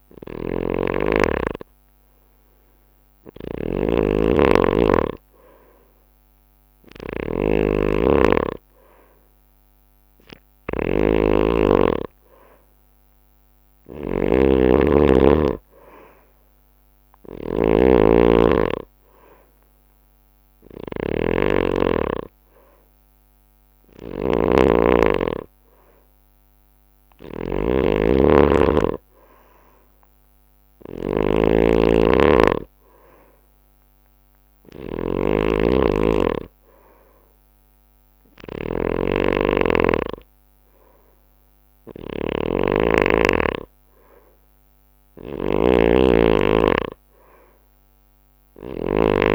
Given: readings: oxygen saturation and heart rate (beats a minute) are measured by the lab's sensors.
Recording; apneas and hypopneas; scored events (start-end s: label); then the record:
breathing in sleep by a microphone on the trachea; none
0.00-49.35 s: snoring (device-marked)
From the record:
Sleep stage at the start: N2 (light sleep); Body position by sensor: on the right side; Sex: male